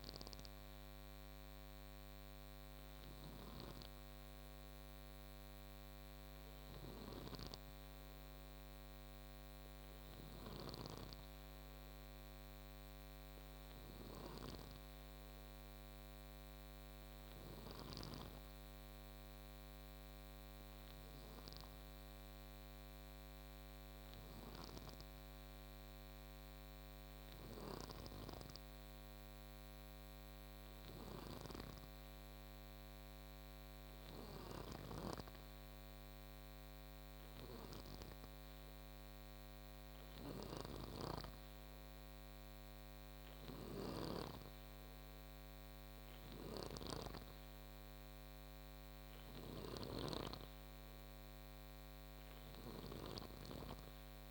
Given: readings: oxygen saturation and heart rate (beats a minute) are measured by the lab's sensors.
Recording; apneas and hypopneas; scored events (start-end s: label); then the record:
breathing in sleep by a microphone on the trachea; none
34.00-49.50 s: snoring (device-marked)
From the record:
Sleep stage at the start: N2 (light sleep); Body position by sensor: on the back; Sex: male